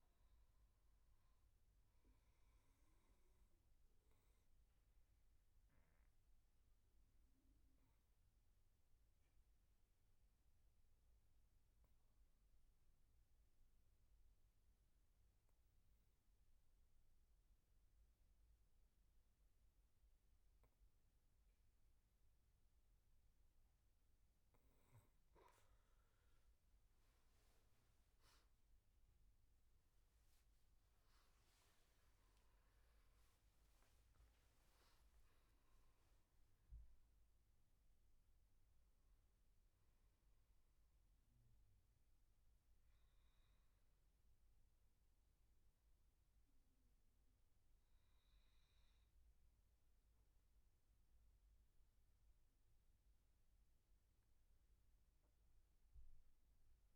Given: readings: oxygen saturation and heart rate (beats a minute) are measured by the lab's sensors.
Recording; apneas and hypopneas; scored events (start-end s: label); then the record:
breathing in sleep, hard to hear, by a room microphone; 1
4.00-23.00 s: obstructive apnea (oxygen 98% before, 93% lowest, heart rate 78 before, 69 extreme, up 12 after)
25.50-47.50 s: oxygen desaturation (device-marked, oxygen 97% before, 93% lowest, heart rate 75 before, 69 extreme)
26.50-31.00 s: arousal
From the record:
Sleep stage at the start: N2 (light sleep); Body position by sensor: on the back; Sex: male